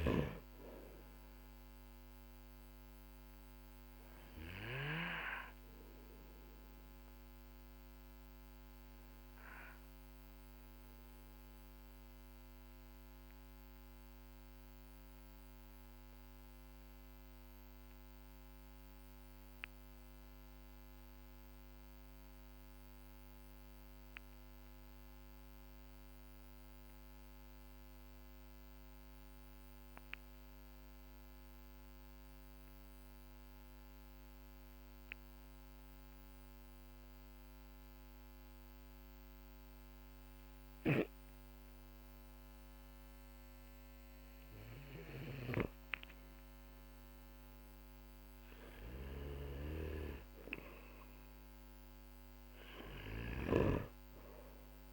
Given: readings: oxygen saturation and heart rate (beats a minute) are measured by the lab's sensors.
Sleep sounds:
breathing in sleep by a microphone on the trachea; 1
0.00-29.00 s: oxygen desaturation (device-marked, oxygen 90% lowest, heart rate 45 extreme)
1.00-43.50 s: obstructive apnea (oxygen 98% before, 90% lowest, heart rate 52 before, 45 extreme, up 14 after)
43.00-54.92 s: oxygen desaturation (device-marked, oxygen 99% before, 95% lowest, heart rate 53 before, 42 extreme)
45.50-51.00 s: arousal
48.50-54.92 s: snoring (device-marked)
From the record:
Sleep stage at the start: N2 (light sleep); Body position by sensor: on the back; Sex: male

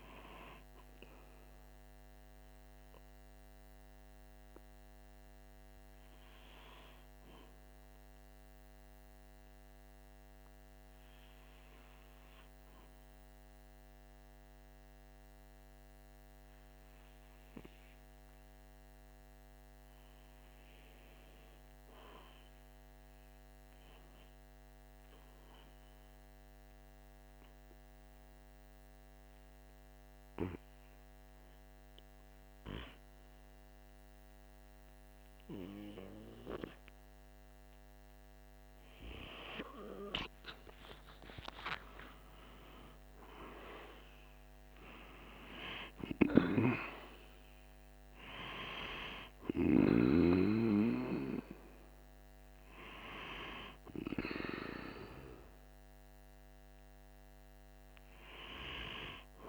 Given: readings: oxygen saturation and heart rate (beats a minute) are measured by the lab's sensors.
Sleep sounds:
breathing in sleep by a microphone on the trachea; 1
0.00-15.50 s: oxygen desaturation (device-marked, oxygen 92% lowest, heart rate 44 extreme)
3.50-36.50 s: hypopnea (oxygen 97% before, 92% lowest, heart rate 48 before, 45 extreme, up 4 after)
40.00-43.50 s: arousal
44.50-59.49 s: oxygen desaturation (device-marked, oxygen 97% before, 92% lowest, heart rate 47 before, 45 extreme)
From the record:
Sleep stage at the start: N2 (light sleep); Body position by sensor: on the right side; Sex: male

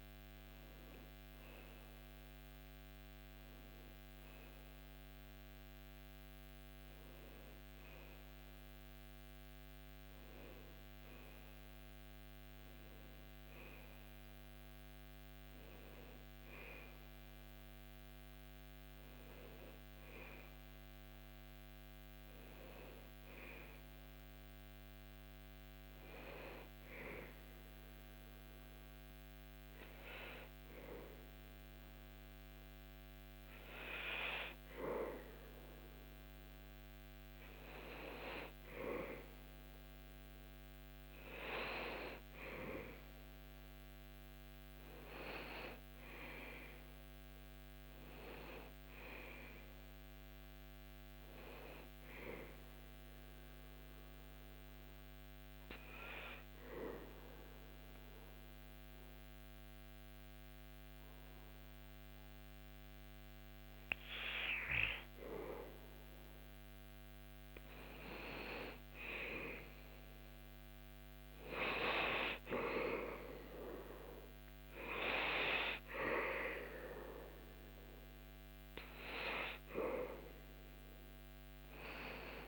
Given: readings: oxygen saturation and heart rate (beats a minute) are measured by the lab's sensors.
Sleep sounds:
breathing in sleep by a microphone on the trachea; 2
25.50-36.00 s: hypopnea (oxygen 99% before, 94% lowest, heart rate 81 before, 72 extreme, up 3 after)
39.00-43.00 s: arousal
52.50-66.00 s: obstructive apnea (oxygen 98% before, 94% lowest, heart rate 78 before, 72 extreme, up 7 after)
74.00-82.48 s: oxygen desaturation (device-marked, oxygen 97% before, 94% lowest, heart rate 75 before, 76 extreme)
From the record:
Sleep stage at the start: N2 (light sleep); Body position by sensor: on the back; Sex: male

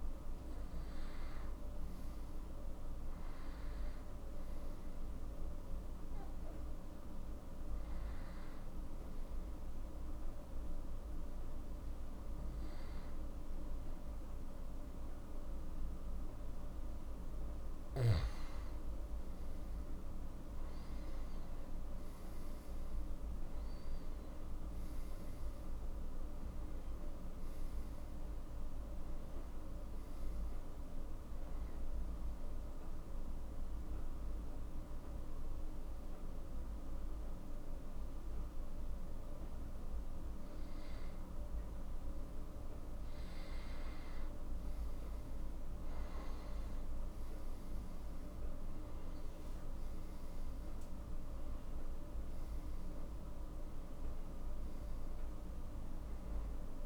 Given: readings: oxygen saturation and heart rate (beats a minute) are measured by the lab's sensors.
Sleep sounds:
breathing in sleep, hard to hear, by a room microphone; 2
5.50-16.50 s: hypopnea (oxygen 93% before, 88% lowest, heart rate 59 before, 53 extreme, up 4 after)
20.00-24.00 s: arousal
23.50-37.50 s: oxygen desaturation (device-marked, oxygen 93% before, 88% lowest, heart rate 58 before, 53 extreme)
32.00-42.00 s: mixed apnea (oxygen 93% before, 88% lowest, heart rate 59 before, 53 extreme, up 16 after)
45.00-49.50 s: arousal
49.50-56.86 s: oxygen desaturation (device-marked, oxygen 93% before, 90% lowest, heart rate 56 before, 53 extreme)
From the record:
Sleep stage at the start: N2 (light sleep); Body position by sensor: on the back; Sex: male

